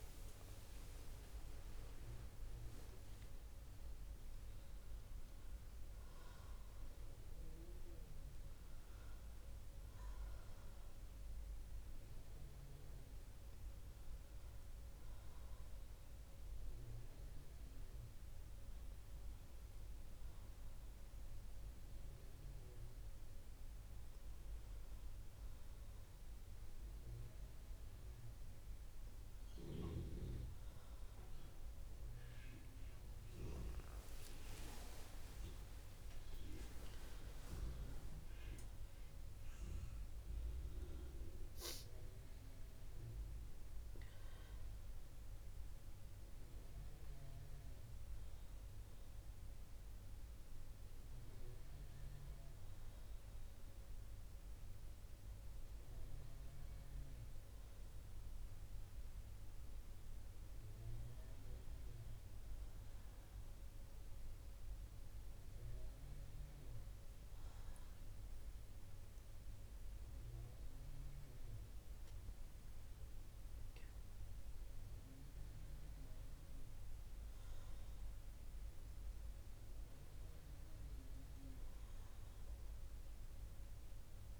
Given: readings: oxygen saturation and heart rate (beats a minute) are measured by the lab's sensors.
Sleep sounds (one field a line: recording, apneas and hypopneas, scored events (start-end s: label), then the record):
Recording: breathing in sleep, hard to hear, by a room microphone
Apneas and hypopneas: 1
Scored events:
33.00-37.00 s: arousal
66.00-76.50 s: hypopnea (oxygen 95% before, 91% lowest, heart rate 63 before, 61 extreme, up 1 after)
79.00-83.50 s: arousal
From the record:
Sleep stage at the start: N2 (light sleep)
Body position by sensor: on the right side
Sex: female